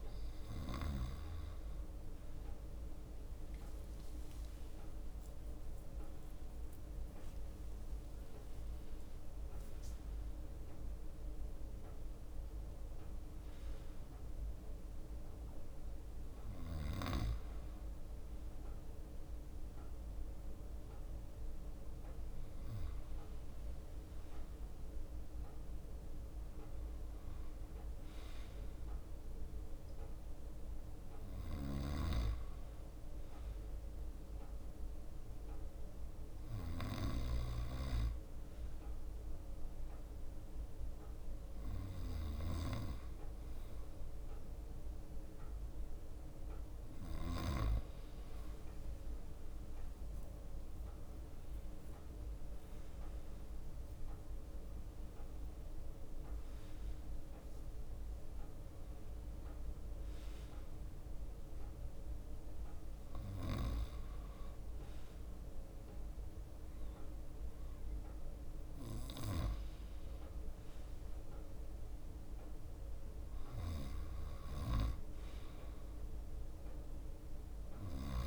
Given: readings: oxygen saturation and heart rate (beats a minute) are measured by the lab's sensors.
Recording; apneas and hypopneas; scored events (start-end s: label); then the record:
breathing in sleep by a room microphone; none
0.00-3.50 s: drop in pulse transit time (device-marked, heart rate 64 extreme)
3.00-8.00 s: arousal
4.00-9.00 s: leg movement (device-marked)
4.50-6.50 s: long interval between heartbeats (device-marked, heart rate 66 before, 82 extreme)
15.50-17.00 s: leg movement (device-marked)
21.50-32.50 s: drop in pulse transit time (device-marked, heart rate 72 before, 63 extreme)
24.50-26.50 s: leg movement (device-marked)
27.50-30.00 s: leg movement (device-marked)
48.00-53.50 s: leg movement (device-marked)
50.00-54.50 s: arousal
62.50-74.50 s: drop in pulse transit time (device-marked, heart rate 66 before, 64 extreme)
From the record:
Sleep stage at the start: N2 (light sleep); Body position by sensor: on the right side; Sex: male